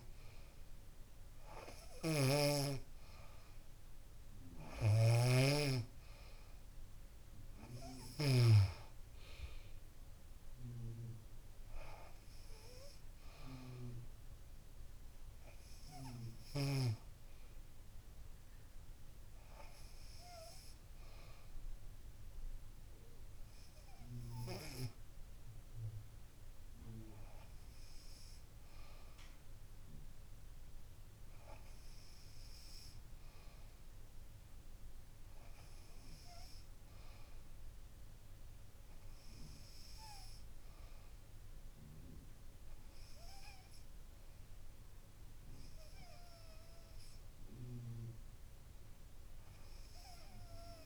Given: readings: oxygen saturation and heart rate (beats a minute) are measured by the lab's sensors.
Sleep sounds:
breathing in sleep by a room microphone; none
0.00-4.00 s: arousal
1.50-3.50 s: long interval between heartbeats (device-marked, heart rate 76 before, 81 extreme)
3.50-5.50 s: long interval between heartbeats (device-marked, heart rate 77 before, 98 extreme)
40.50-44.00 s: arousal
41.50-43.50 s: long interval between heartbeats (device-marked, heart rate 68 before, 77 extreme)
From the record:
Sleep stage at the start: N2 (light sleep); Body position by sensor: on the back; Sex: female

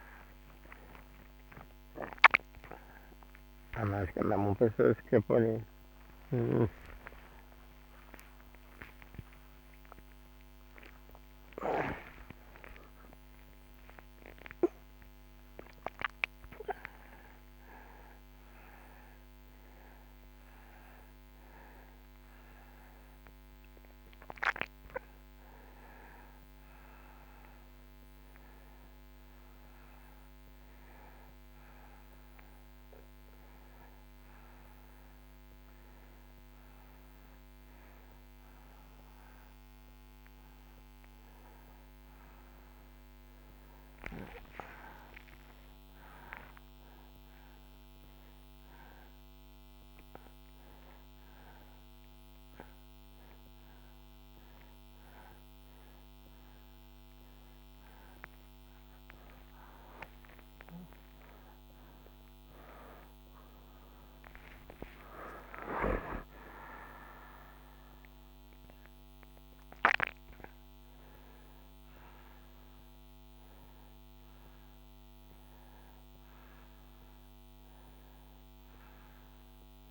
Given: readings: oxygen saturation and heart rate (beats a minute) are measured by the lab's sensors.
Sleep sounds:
a person awake in a sleep study, by a microphone on the trachea; none
68.50-79.90 s: oxygen desaturation (device-marked, oxygen 95% before, 91% lowest)
From the record:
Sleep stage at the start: awake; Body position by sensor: on the back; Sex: male

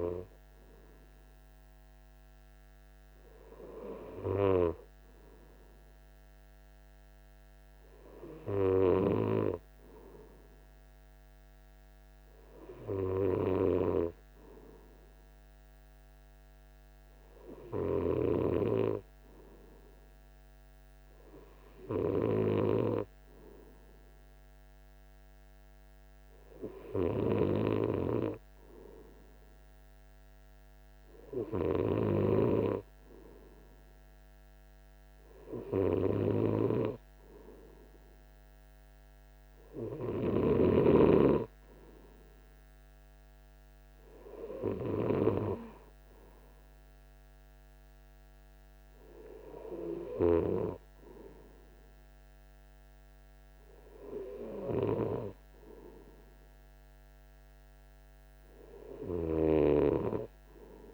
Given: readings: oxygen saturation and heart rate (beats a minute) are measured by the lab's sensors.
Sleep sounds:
breathing in sleep by a microphone on the trachea; none
none scored
From the record:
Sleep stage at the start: N2 (light sleep); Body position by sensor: on the right side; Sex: male

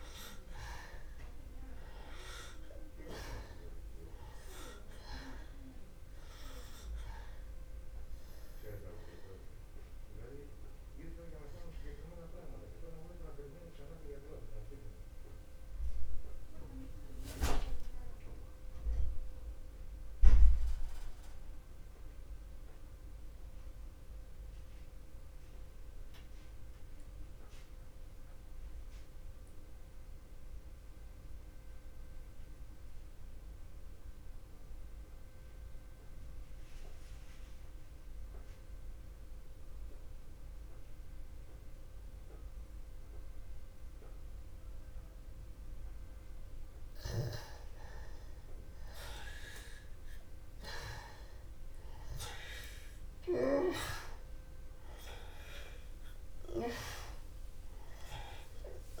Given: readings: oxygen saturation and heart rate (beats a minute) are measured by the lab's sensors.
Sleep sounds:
breathing in sleep by a room microphone; 1
0.00-26.00 s: oxygen desaturation (device-marked, oxygen 87% lowest, heart rate 61 extreme)
12.50-48.00 s: obstructive apnea (oxygen 97% before, 81% lowest, heart rate 62 before, 61 extreme, up 1 after)
46.00-59.00 s: oxygen desaturation (device-marked, oxygen 97% before, 81% lowest, heart rate 61 before, 61 extreme)
50.00-54.00 s: arousal
From the record:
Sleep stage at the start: N2 (light sleep); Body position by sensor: on the back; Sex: male

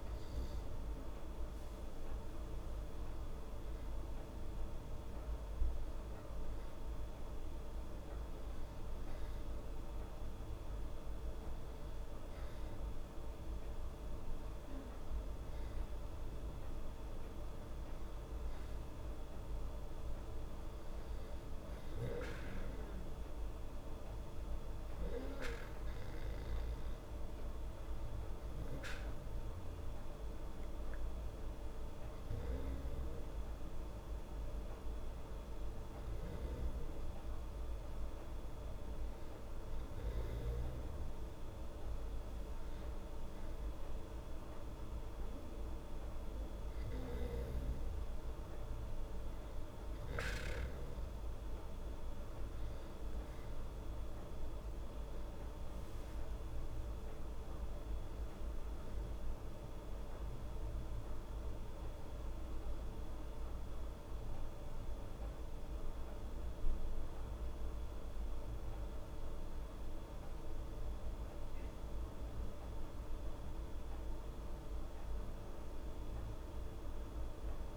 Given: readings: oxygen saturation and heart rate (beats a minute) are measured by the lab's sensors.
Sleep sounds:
breathing in sleep, hard to hear, by a room microphone; none
none scored
From the record:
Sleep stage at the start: N2 (light sleep); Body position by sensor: on the back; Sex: female

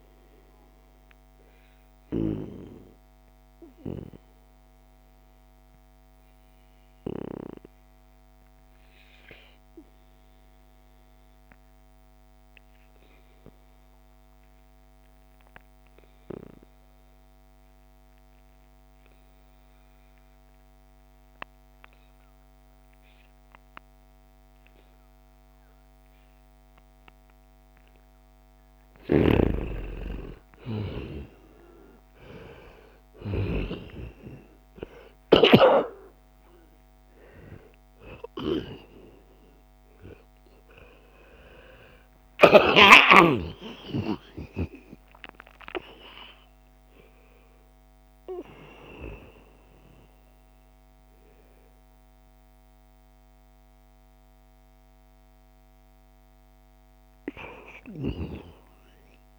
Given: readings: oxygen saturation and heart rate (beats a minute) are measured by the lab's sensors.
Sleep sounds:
breathing in sleep by a microphone on the trachea; 1
0.00-5.00 s: oxygen desaturation (device-marked, oxygen 88% lowest, heart rate 69 extreme)
0.50-28.50 s: obstructive apnea (oxygen 97% before, 88% lowest, heart rate 78 before, 69 extreme, up 15 after)
25.00-48.00 s: oxygen desaturation (device-marked, oxygen 97% before, 88% lowest, heart rate 74 before, 69 extreme)
30.00-35.00 s: arousal
35.50-37.50 s: long interval between heartbeats (device-marked, heart rate 71 before, 83 extreme)
48.00-59.39 s: new sleep stage, N1 (lightest sleep)
From the record:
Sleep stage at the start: N2 (light sleep); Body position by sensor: on the right side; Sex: male

